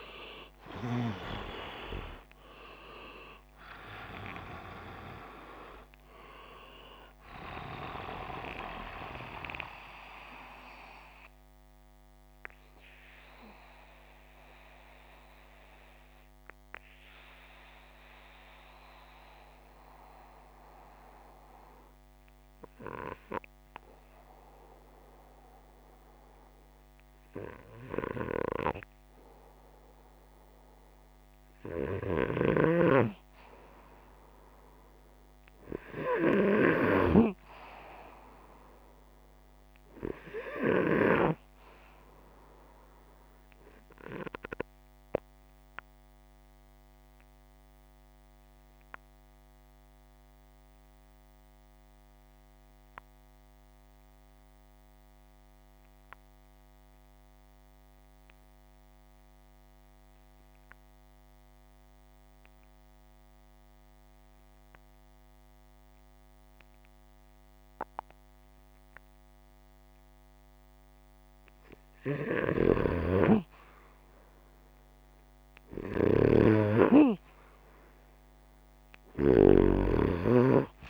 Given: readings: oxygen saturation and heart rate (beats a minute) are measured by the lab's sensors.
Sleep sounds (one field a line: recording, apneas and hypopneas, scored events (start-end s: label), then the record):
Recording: breathing in sleep by a microphone on the trachea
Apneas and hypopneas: 2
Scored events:
9.50-29.00 s: mixed apnea (oxygen 90% before, 87% lowest, heart rate 163 before, 98 extreme, up 16 after)
31.50-36.50 s: arousal
43.50-69.50 s: obstructive apnea (oxygen 92% before, 90% lowest, heart rate 134 before, 66 extreme)
72.00-76.00 s: arousal
75.50-79.00 s: snoring (device-marked)
From the record:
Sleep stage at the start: REM sleep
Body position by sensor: upright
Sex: male